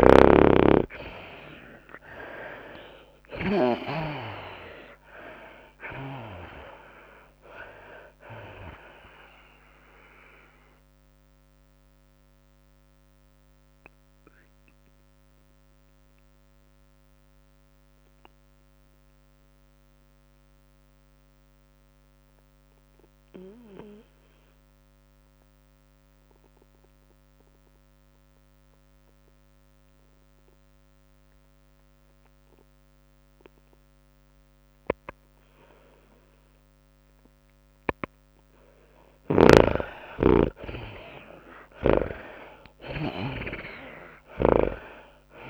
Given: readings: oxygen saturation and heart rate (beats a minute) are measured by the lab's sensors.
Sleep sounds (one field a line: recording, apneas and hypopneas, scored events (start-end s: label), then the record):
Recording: breathing in sleep by a microphone on the trachea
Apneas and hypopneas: 1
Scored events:
0.00-3.50 s: arousal
0.00-24.50 s: oxygen desaturation (device-marked, oxygen 75% lowest, heart rate 91 extreme)
0.00-29.50 s: tachycardia (device-marked, heart rate 111 extreme)
3.50-17.50 s: drop in pulse transit time (device-marked, heart rate 100 before, 104 extreme)
10.50-38.00 s: mixed apnea (oxygen 99% before, 75% lowest, heart rate 103 before, 91 extreme, up 7 after)
30.50-45.50 s: oxygen desaturation (device-marked, oxygen 100% before, 81% lowest, heart rate 107 before, 91 extreme)
37.00-39.00 s: long interval between heartbeats (device-marked, heart rate 104 before, 100 extreme)
41.00-44.50 s: arousal
41.50-45.50 s: tachycardia (device-marked, heart rate 104 before, 110 extreme)
From the record:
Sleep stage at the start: N2 (light sleep)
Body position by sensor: on the back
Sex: female